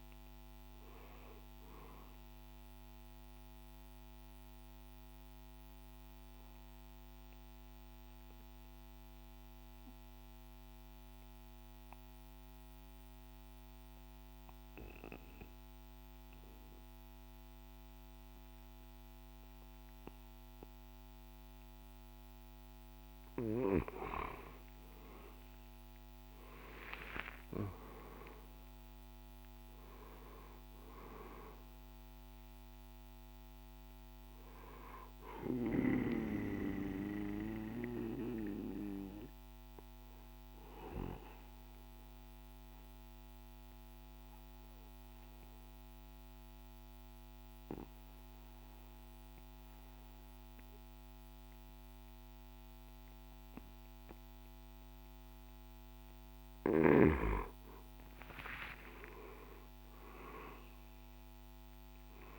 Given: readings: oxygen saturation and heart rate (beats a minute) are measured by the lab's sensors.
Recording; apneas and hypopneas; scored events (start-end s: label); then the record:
breathing in sleep by a microphone on the trachea; 2
0.00-14.50 s: oxygen desaturation (device-marked, oxygen 91% lowest, heart rate 52 extreme)
2.00-22.50 s: obstructive apnea (oxygen 97% before, 88% lowest, heart rate 58 before, 52 extreme, up 16 after)
26.00-30.00 s: arousal
28.50-40.50 s: drop in pulse transit time (device-marked, heart rate 56 before, 54 extreme)
29.50-53.50 s: oxygen desaturation (device-marked, oxygen 97% before, 89% lowest, heart rate 57 before, 53 extreme)
36.00-55.00 s: obstructive apnea (oxygen 97% before, 88% lowest, heart rate 60 before, 52 extreme, up 7 after)
57.00-61.00 s: arousal
60.50-62.38 s: drop in pulse transit time (device-marked, heart rate 54 before, 57 extreme)
From the record:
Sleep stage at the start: N2 (light sleep); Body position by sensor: on the right side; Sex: male